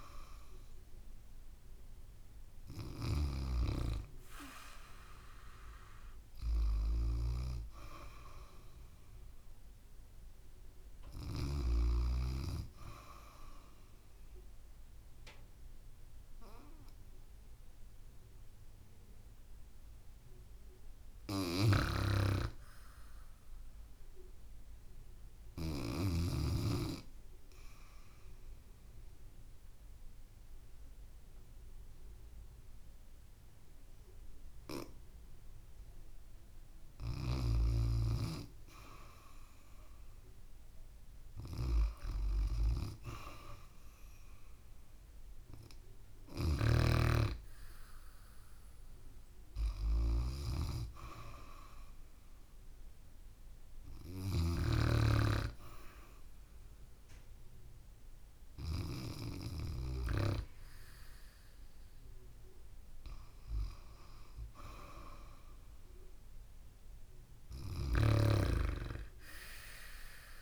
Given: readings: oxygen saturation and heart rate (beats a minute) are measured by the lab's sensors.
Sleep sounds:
breathing in sleep by a room microphone; 1
3.00-11.50 s: snoring (device-marked)
21.50-26.50 s: snoring (device-marked)
28.00-38.00 s: obstructive apnea (oxygen 96% before, 92% lowest, heart rate 70 before, 67 extreme, up 0 after)
42.00-47.00 s: arousal
44.00-60.00 s: oxygen desaturation (device-marked, oxygen 95% before, 92% lowest, heart rate 71 before, 67 extreme)
46.50-54.50 s: snoring (device-marked)
64.50-69.00 s: arousal
67.50-70.42 s: snoring (device-marked)
From the record:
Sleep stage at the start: N2 (light sleep); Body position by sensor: on the back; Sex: female

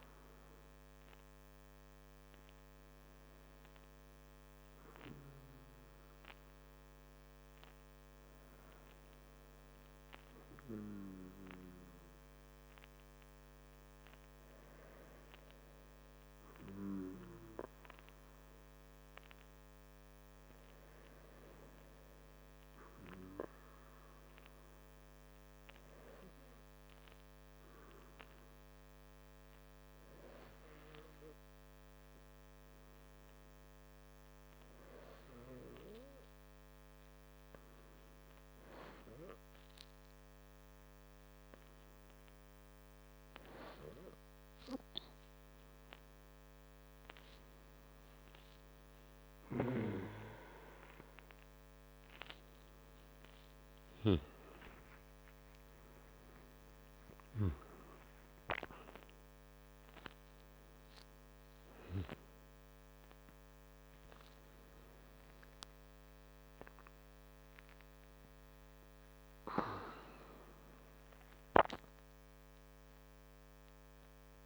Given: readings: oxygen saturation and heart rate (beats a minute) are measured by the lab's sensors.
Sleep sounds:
a person partly awake in a sleep study, by a microphone on the trachea; 1
26.50-45.00 s: hypopnea (oxygen 96% before, 93% lowest, heart rate 46 before, 47 extreme, up 1 after)
46.00-71.00 s: oxygen desaturation (device-marked, oxygen 96% before, 93% lowest, heart rate 47 before, 48 extreme)
49.00-74.46 s: new sleep stage, awake
From the record:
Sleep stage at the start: N2 (light sleep); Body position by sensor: on the back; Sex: male

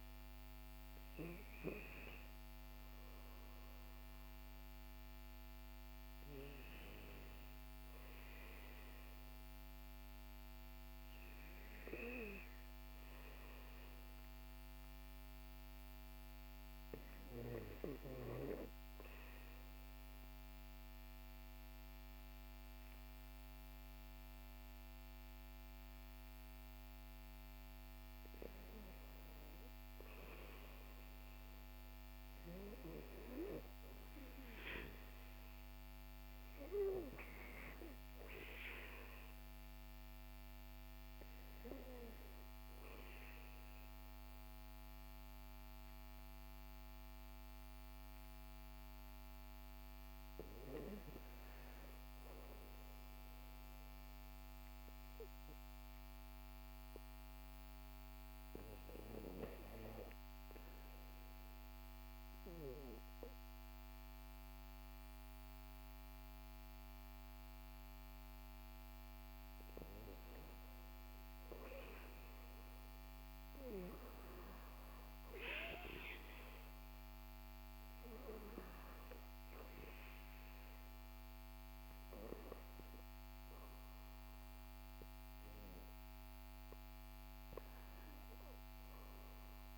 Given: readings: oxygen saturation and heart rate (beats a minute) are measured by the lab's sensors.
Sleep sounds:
breathing in sleep by a microphone on the trachea; 2
19.00-29.50 s: obstructive apnea (oxygen 98% before, 95% lowest, heart rate 66 before, 57 extreme, up 7 after)
31.50-36.00 s: arousal
60.50-70.50 s: obstructive apnea (oxygen 97% before, 94% lowest, heart rate 60 before, 61 extreme, up 4 after)
71.50-76.50 s: arousal
From the record:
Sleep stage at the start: REM sleep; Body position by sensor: on the back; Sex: male

